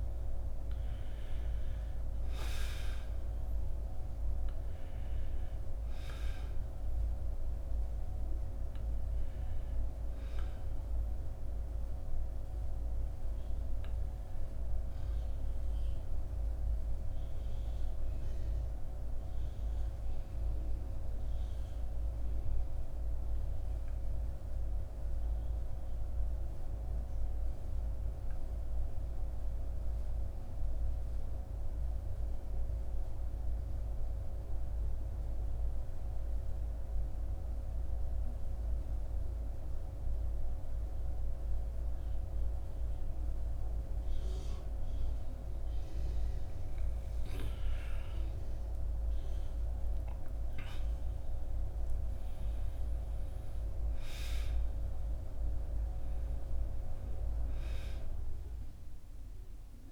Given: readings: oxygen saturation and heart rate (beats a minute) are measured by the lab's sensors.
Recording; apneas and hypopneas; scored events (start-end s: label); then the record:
breathing in sleep, hard to hear, by a room microphone; 1
4.50-30.50 s: oxygen desaturation (device-marked, oxygen 96% before, 89% lowest, heart rate 58 before, 48 extreme)
14.50-46.50 s: obstructive apnea (oxygen 97% before, 89% lowest, heart rate 59 before, 49 extreme, up 5 after)
48.50-53.00 s: arousal
49.50-59.92 s: oxygen desaturation (device-marked, oxygen 97% before, 89% lowest, heart rate 56 before, 48 extreme)
From the record:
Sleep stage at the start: N2 (light sleep); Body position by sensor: on the back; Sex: male